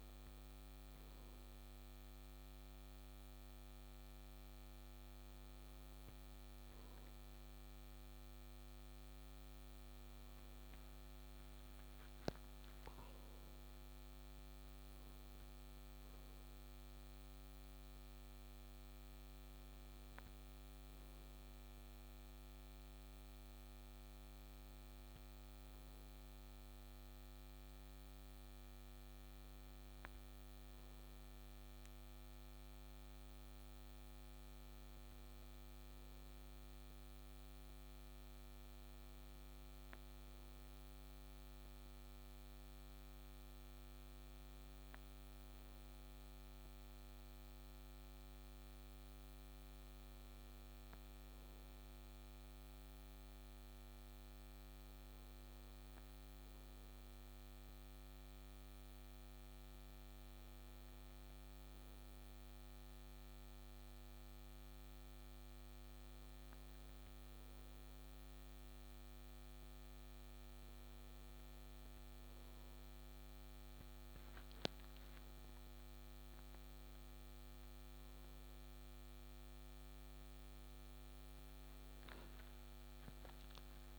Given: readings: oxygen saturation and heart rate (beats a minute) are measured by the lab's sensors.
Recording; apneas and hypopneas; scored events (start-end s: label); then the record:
breathing in sleep, hard to hear, by a microphone on the trachea; none
none scored
From the record:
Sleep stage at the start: N1 (lightest sleep); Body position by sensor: on the back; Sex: male